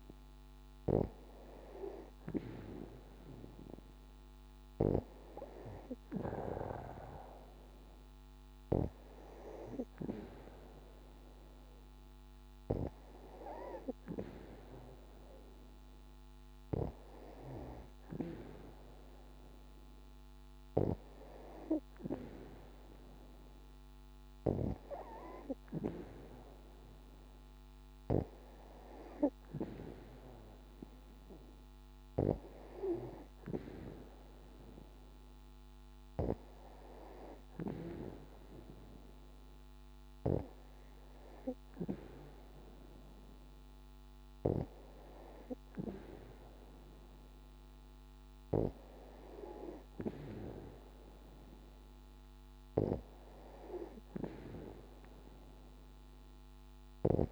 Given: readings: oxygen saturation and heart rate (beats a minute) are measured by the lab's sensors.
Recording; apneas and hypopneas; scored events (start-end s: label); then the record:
breathing in sleep by a microphone on the trachea; none
53.00-57.32 s: new sleep stage, awake
From the record:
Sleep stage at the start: N2 (light sleep); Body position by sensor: on the back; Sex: female